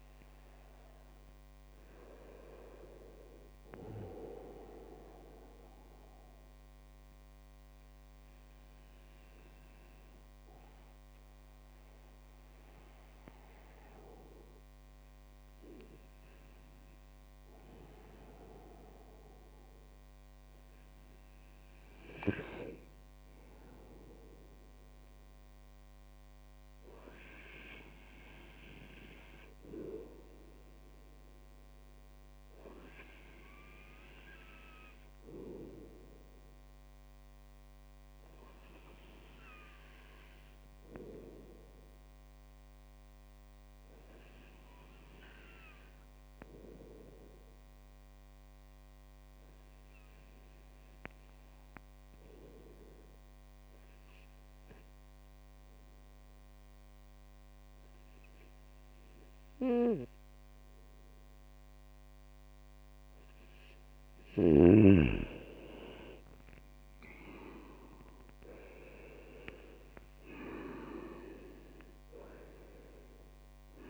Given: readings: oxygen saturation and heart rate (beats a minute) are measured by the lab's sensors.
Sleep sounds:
breathing in sleep by a microphone on the trachea; 2
7.50-20.00 s: obstructive apnea (oxygen 100% before, 96% lowest, heart rate 69 before, 58 extreme, up 7 after)
20.00-73.90 s: new sleep stage, N2 (light sleep)
20.50-25.00 s: arousal
48.50-61.50 s: obstructive apnea (oxygen 100% before, 96% lowest, heart rate 63 before, 62 extreme, up 7 after)
65.00-68.00 s: arousal
From the record:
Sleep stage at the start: N1 (lightest sleep); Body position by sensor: on the right side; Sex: male

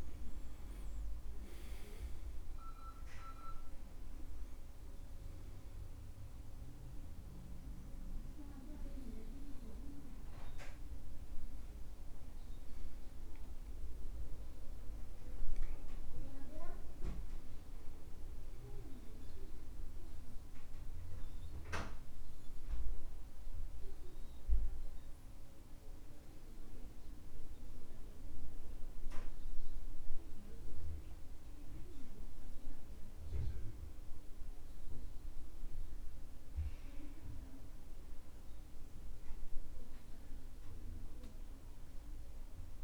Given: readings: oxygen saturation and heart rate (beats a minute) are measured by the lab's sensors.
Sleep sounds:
breathing in sleep by a room microphone; none
0.00-2.50 s: arousal
0.00-36.00 s: oxygen desaturation (device-marked, oxygen 84% lowest, heart rate 64 extreme)
From the record:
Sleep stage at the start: N2 (light sleep); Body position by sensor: on the back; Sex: male

